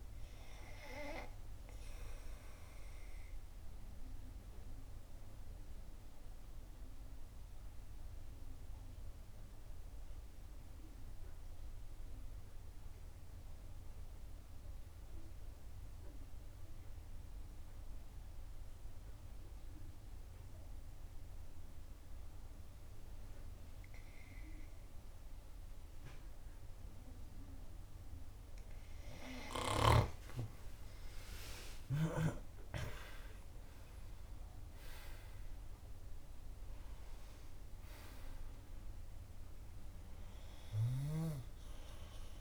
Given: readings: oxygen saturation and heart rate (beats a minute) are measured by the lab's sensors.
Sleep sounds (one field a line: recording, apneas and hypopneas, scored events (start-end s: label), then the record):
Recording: breathing in sleep by a room microphone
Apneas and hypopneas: 1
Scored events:
0.00-22.00 s: oxygen desaturation (device-marked, oxygen 79% lowest, heart rate 61 extreme)
2.50-28.50 s: obstructive apnea (oxygen 96% before, 79% lowest, heart rate 67 before, 59 extreme, up 6 after)
30.00-34.50 s: arousal
39.00-42.41 s: oxygen desaturation (device-marked, oxygen 96% before, 89% lowest, heart rate 68 before, 59 extreme)
From the record:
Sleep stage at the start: N2 (light sleep)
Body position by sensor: on the back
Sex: female